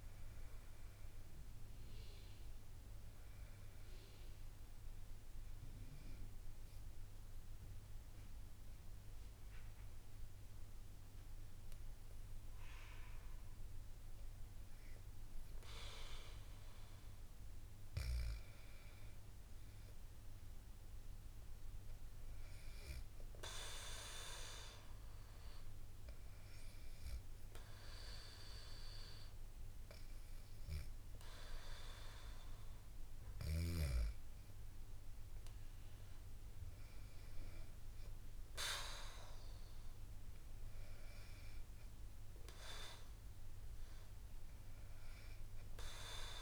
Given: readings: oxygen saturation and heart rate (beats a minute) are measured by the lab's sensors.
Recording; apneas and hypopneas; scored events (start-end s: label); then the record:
breathing in sleep by a room microphone; 1
6.00-17.00 s: obstructive apnea (oxygen 100% before, 96% lowest, heart rate 69 before, 62 extreme, up 3 after)
19.50-23.00 s: arousal
From the record:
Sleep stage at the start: N2 (light sleep); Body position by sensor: on the back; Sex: female